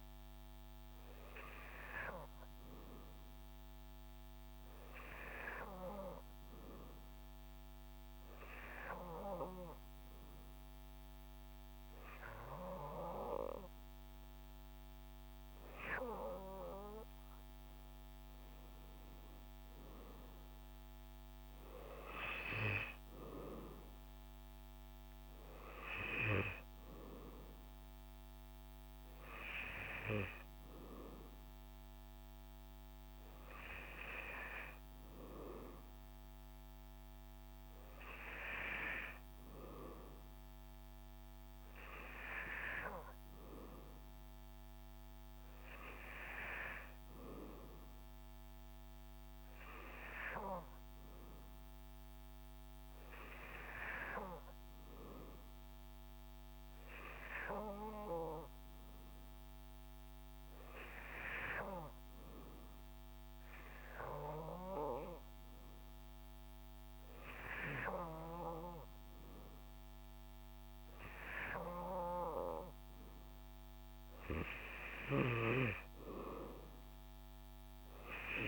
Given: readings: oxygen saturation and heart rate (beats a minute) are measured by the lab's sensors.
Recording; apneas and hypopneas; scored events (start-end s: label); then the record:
breathing in sleep by a microphone on the trachea; none
none scored
From the record:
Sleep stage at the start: N2 (light sleep); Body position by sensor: on the back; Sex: male